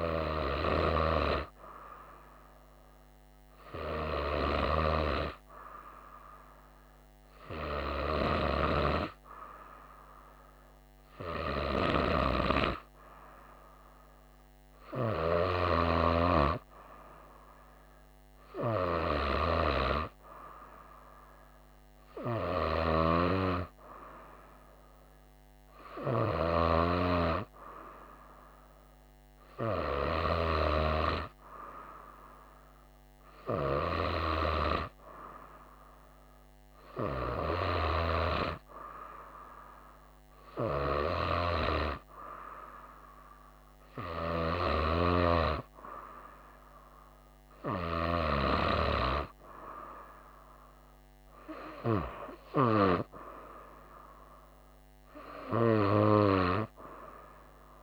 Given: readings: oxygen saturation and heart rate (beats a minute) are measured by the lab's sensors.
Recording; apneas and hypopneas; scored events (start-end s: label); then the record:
breathing in sleep by a microphone on the trachea; none
none scored
From the record:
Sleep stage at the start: N2 (light sleep); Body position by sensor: on the right side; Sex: female